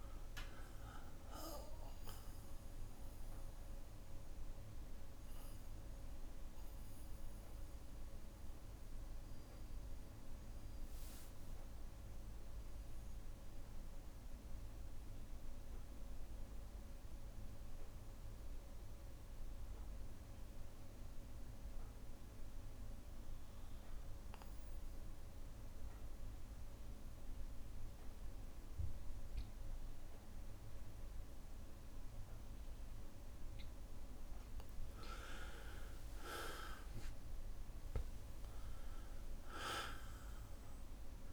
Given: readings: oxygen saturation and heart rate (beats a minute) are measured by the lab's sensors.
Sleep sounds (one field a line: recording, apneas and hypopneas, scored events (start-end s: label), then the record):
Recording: breathing in sleep by a room microphone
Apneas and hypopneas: 1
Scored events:
0.00-15.50 s: oxygen desaturation (device-marked, oxygen 92% lowest, heart rate 58 extreme)
3.50-24.50 s: bradycardia (device-marked, heart rate 64 before, 58 extreme)
3.50-31.50 s: obstructive apnea (oxygen 99% before, 92% lowest, heart rate 62 before, 57 extreme, up 6 after)
29.50-41.33 s: oxygen desaturation (device-marked, oxygen 99% before, 92% lowest, heart rate 59 before, 57 extreme)
35.00-39.50 s: arousal
From the record:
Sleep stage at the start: N2 (light sleep)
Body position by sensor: on the back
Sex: male